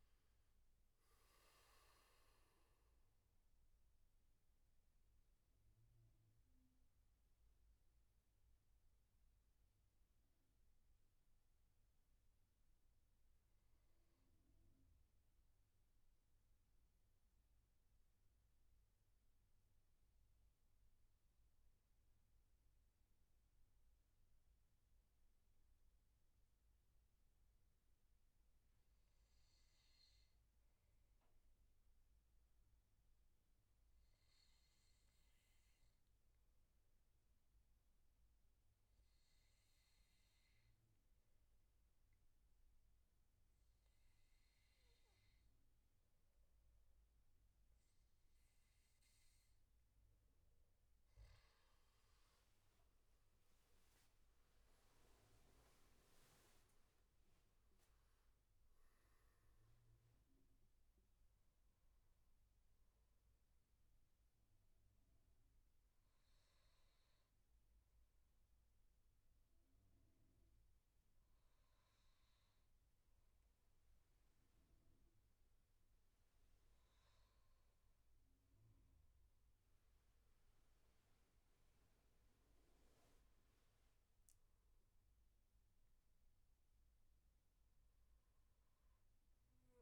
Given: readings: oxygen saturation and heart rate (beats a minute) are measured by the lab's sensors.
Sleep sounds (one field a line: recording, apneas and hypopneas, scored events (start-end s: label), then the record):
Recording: breathing in sleep, hard to hear, by a room microphone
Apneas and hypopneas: 2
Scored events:
0.00-17.00 s: oxygen desaturation (device-marked, oxygen 87% lowest, heart rate 62 extreme)
15.50-50.50 s: mixed apnea (oxygen 97% before, 92% lowest, heart rate 73 before, 64 extreme, up 18 after)
39.00-73.00 s: oxygen desaturation (device-marked, oxygen 98% before, 92% lowest, heart rate 71 before, 64 extreme)
52.00-57.00 s: arousal
62.50-76.50 s: obstructive apnea (oxygen 98% before, 89% lowest, heart rate 79 before, 65 extreme, up 12 after)
79.00-84.00 s: arousal
From the record:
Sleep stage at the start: N2 (light sleep)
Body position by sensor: on the back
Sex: male